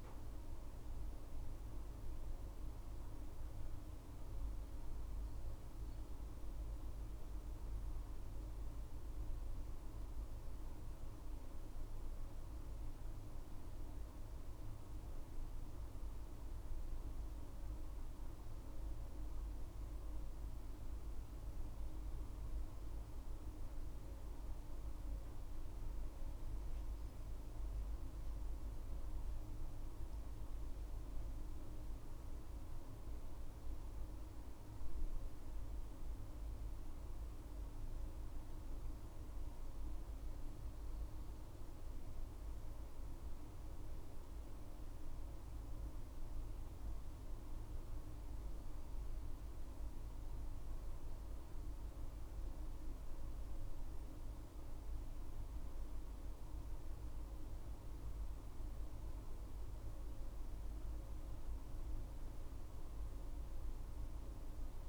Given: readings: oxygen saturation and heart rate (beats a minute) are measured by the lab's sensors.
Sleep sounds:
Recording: a person partly awake in a sleep study, hard to hear, by a room microphone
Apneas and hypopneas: 1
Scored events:
13.00-64.89 s: new sleep stage, N1 (lightest sleep)
17.50-30.50 s: obstructive apnea (oxygen 100% before, 97% lowest, heart rate 66 before, 64 extreme, up 10 after)
32.00-37.00 s: arousal
From the record:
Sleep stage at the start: awake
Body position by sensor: on the back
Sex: female

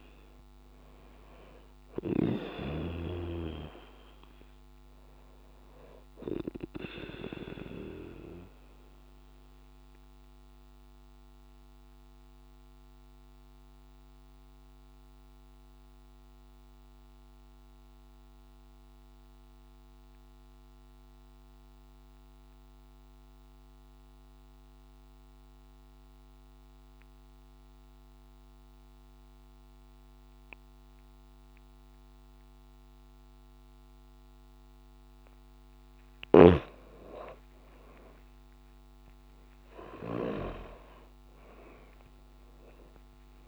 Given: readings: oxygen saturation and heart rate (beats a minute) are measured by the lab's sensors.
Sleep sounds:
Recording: breathing in sleep by a microphone on the trachea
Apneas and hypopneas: 1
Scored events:
5.50-22.50 s: oxygen desaturation (device-marked, oxygen 95% before, 90% lowest)
7.50-35.50 s: mixed apnea (oxygen 97% before, 90% lowest)
37.50-42.50 s: arousal
39.50-43.47 s: oxygen desaturation (device-marked, oxygen 97% before, 91% lowest)
From the record:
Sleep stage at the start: N2 (light sleep)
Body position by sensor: on the back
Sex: female

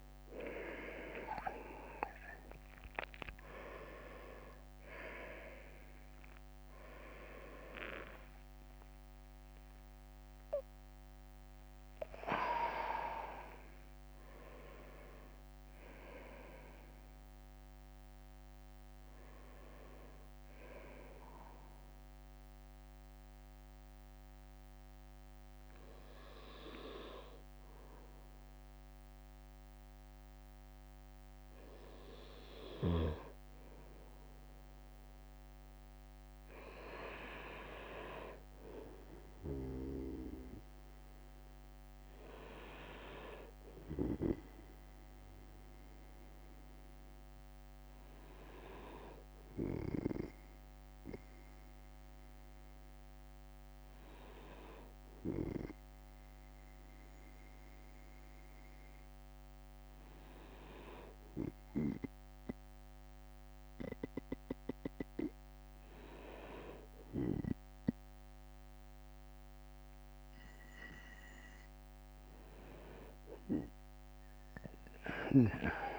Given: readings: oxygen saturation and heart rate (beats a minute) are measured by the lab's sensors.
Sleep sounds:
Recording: breathing in sleep by a microphone on the trachea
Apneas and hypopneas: 1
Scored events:
2.50-8.00 s: arousal
11.00-13.50 s: leg movement (device-marked)
16.00-18.00 s: leg movement (device-marked)
19.50-75.99 s: bradycardia (device-marked, heart rate 61 before, 51 extreme)
23.00-33.00 s: hypopnea (oxygen 97% before, 95% lowest, heart rate 65 before, 51 extreme, up 3 after)
36.00-39.00 s: arousal
65.50-75.99 s: drop in pulse transit time (device-marked, heart rate 52 before, 54 extreme)
74.50-75.99 s: arousal
From the record:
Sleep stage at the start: N2 (light sleep)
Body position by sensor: on the right side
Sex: male

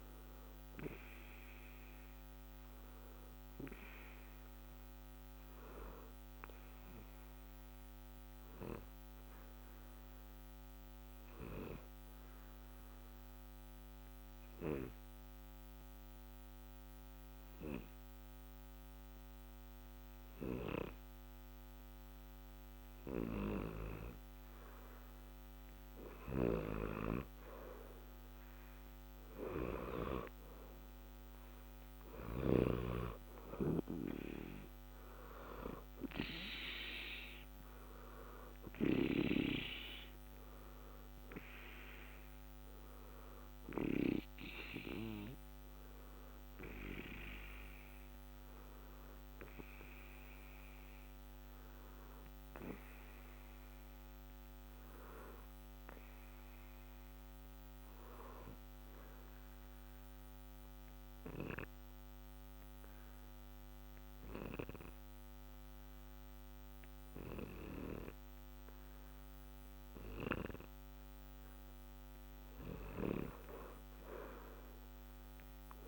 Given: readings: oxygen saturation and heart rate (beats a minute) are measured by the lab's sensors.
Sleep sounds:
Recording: breathing in sleep by a microphone on the trachea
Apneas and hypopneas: 2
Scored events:
0.00-21.50 s: oxygen desaturation (device-marked, oxygen 87% lowest, heart rate 60 extreme)
6.50-25.50 s: obstructive apnea (oxygen 93% before, 87% lowest, heart rate 60 before, 60 extreme, up 2 after)
28.50-34.50 s: arousal
32.50-67.50 s: oxygen desaturation (device-marked, oxygen 94% before, 87% lowest, heart rate 61 before, 60 extreme)
52.50-71.50 s: obstructive apnea (oxygen 94% before, 87% lowest, heart rate 60 before, 60 extreme, up 4 after)
74.50-75.88 s: arousal
From the record:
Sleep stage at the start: N2 (light sleep)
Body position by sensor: on the back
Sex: male

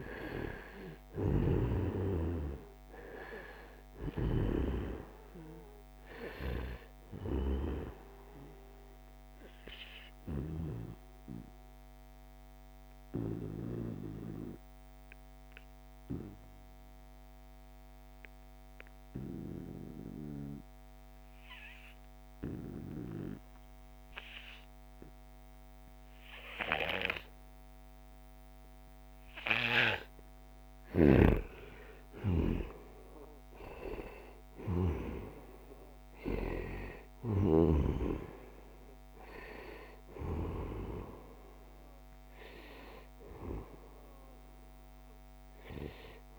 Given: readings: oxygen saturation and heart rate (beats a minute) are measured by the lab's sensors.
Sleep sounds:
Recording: breathing in sleep by a microphone on the trachea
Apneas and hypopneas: 1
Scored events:
0.00-1.50 s: arousal
0.00-10.00 s: snoring (device-marked)
0.00-16.50 s: oxygen desaturation (device-marked, oxygen 89% lowest, heart rate 69 extreme)
9.00-29.00 s: obstructive apnea (oxygen 96% before, 88% lowest, heart rate 74 before, 69 extreme, up 3 after)
30.00-34.50 s: snoring (device-marked)
31.50-36.50 s: arousal
32.50-46.39 s: oxygen desaturation (device-marked, oxygen 97% before, 90% lowest, heart rate 73 before, 63 extreme)
36.50-40.00 s: snoring (device-marked)
From the record:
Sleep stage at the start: N2 (light sleep)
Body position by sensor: on the right side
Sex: male

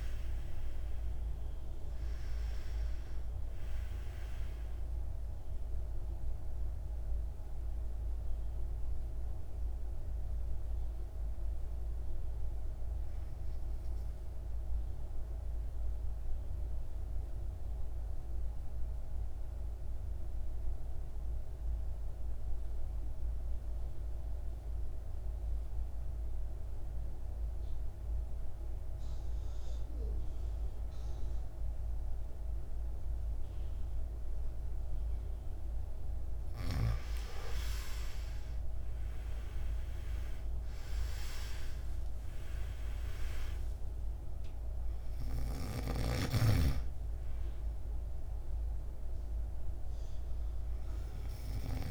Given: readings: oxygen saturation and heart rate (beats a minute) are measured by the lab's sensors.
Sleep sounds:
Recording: breathing in sleep by a room microphone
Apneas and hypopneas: 1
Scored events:
0.00-26.00 s: oxygen desaturation (device-marked, oxygen 84% lowest, heart rate 52 extreme)
14.50-35.50 s: mixed apnea (oxygen 98% before, 81% lowest, heart rate 63 before, 52 extreme, up 9 after)
35.00-51.90 s: oxygen desaturation (device-marked, oxygen 99% before, 81% lowest, heart rate 57 before, 52 extreme)
37.50-40.50 s: arousal
From the record:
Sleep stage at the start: N2 (light sleep)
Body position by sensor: on the back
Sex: male

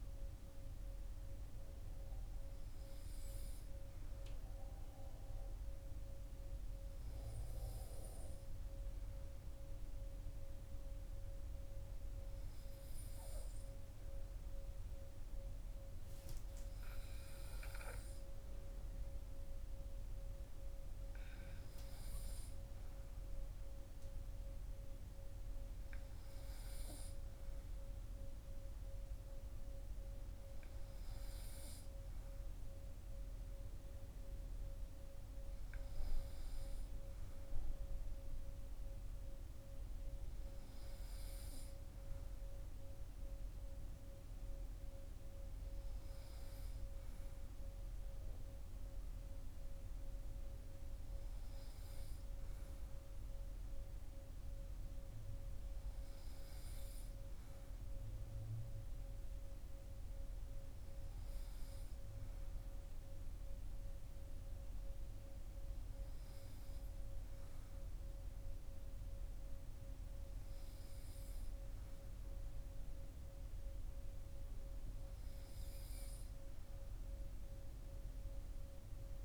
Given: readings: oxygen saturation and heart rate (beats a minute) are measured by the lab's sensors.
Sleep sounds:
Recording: breathing in sleep, hard to hear, by a room microphone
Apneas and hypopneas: none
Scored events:
none scored
From the record:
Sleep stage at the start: N2 (light sleep)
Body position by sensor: on the right side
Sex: male

